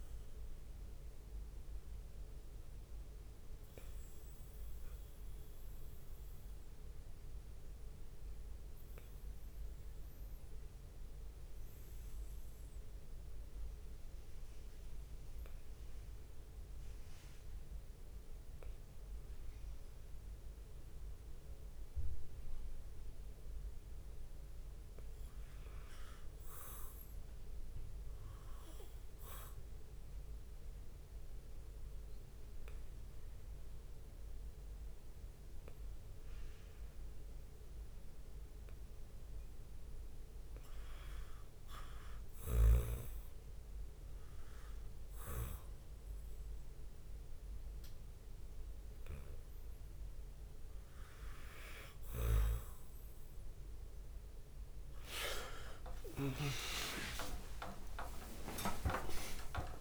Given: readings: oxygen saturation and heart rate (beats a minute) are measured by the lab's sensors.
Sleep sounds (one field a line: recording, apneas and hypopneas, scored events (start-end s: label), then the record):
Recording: breathing in sleep by a room microphone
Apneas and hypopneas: 1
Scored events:
0.00-3.50 s: leg movement (device-marked)
0.00-16.00 s: oxygen desaturation (device-marked, oxygen 89% lowest)
0.00-34.00 s: bradycardia (device-marked)
5.50-40.00 s: obstructive apnea (oxygen 94% before, 89% lowest)
7.50-11.50 s: leg movement (device-marked)
31.00-46.00 s: oxygen desaturation (device-marked, oxygen 98% before, 93% lowest)
34.00-39.00 s: leg movement (device-marked)
35.00-59.81 s: bradycardia (device-marked)
44.00-49.00 s: leg movement (device-marked)
53.50-59.50 s: arousal
54.00-59.81 s: oxygen desaturation (device-marked, oxygen 94% before, 91% lowest)
55.00-59.81 s: leg movement (device-marked)
From the record:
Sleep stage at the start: REM sleep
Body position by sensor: on the back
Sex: male